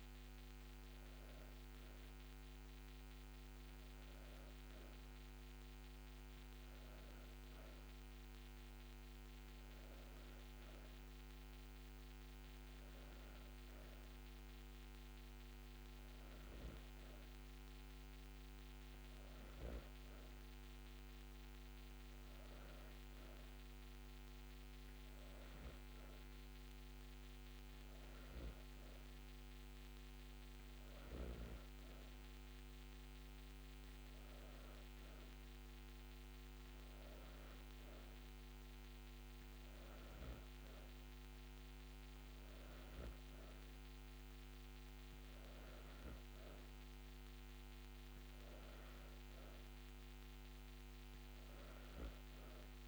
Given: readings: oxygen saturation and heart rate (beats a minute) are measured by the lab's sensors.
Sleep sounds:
breathing in sleep, hard to hear, by a microphone on the trachea; none
none scored
From the record:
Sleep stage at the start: N2 (light sleep); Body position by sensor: on the back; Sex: female

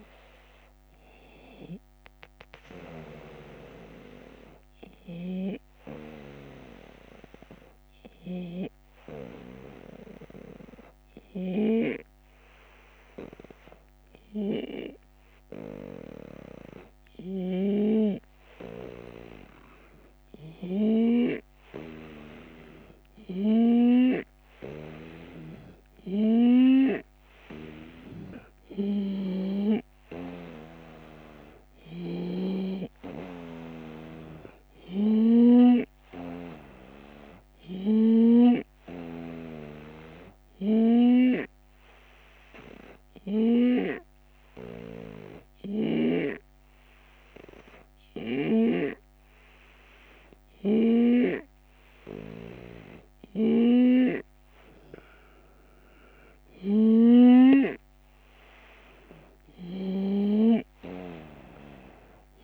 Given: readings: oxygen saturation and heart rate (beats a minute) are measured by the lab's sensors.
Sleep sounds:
breathing in sleep by a microphone on the trachea; 2
4.00-20.50 s: hypopnea (oxygen 95% before, 92% lowest)
13.00-15.00 s: long interval between heartbeats (device-marked)
20.50-24.00 s: snoring (device-marked)
25.00-28.50 s: arousal
40.50-54.00 s: hypopnea (oxygen 96% before, 91% lowest)
48.50-50.50 s: long interval between heartbeats (device-marked)
57.00-61.50 s: arousal
57.00-62.44 s: snoring (device-marked)
58.50-60.50 s: long interval between heartbeats (device-marked)
From the record:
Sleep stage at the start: N2 (light sleep); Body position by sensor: on the right side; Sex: male

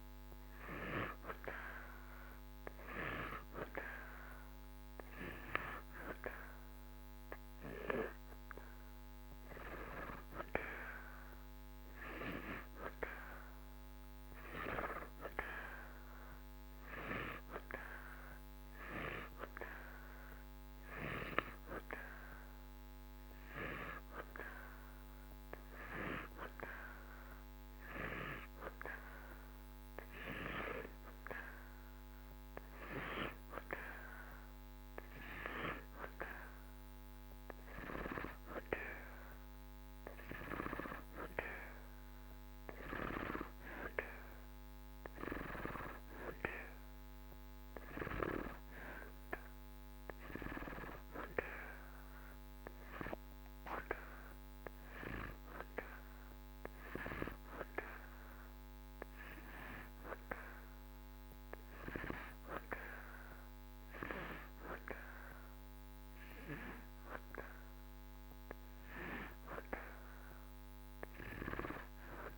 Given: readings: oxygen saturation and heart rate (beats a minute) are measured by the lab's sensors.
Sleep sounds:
breathing in sleep by a microphone on the trachea; none
none scored
From the record:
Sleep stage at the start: N2 (light sleep); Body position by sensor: on the back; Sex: male

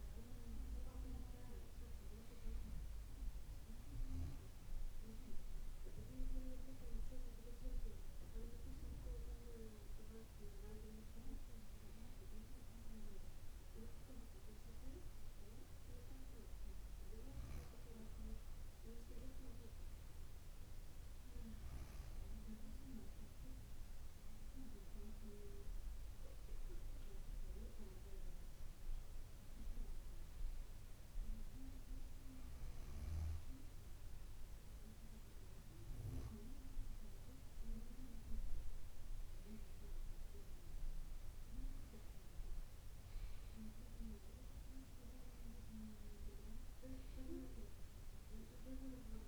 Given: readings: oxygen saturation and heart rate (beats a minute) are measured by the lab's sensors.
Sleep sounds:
breathing in sleep by a room microphone; none
none scored
From the record:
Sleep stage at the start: N2 (light sleep); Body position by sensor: on the back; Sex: female

